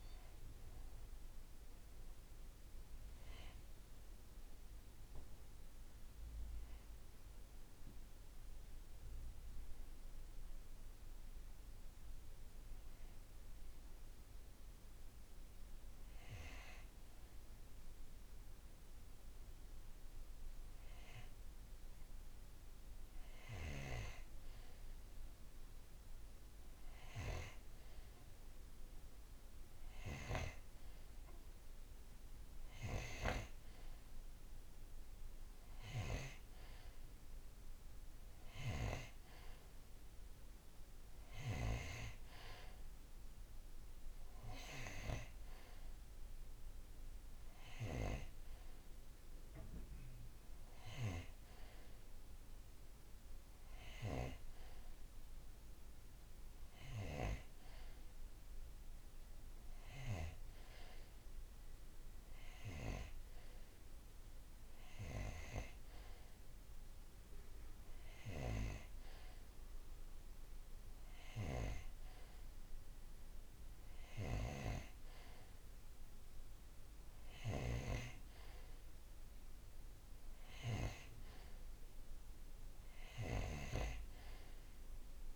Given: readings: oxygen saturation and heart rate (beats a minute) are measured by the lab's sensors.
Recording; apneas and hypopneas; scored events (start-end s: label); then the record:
breathing in sleep by a room microphone; 1
6.50-21.00 s: hypopnea (oxygen 93% before, 91% lowest, heart rate 66 before, 54 extreme, up 4 after)
22.50-25.50 s: arousal
26.00-41.00 s: oxygen desaturation (device-marked, oxygen 95% before, 91% lowest, heart rate 56 before, 55 extreme)
From the record:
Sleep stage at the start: N2 (light sleep); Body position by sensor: on the right side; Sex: male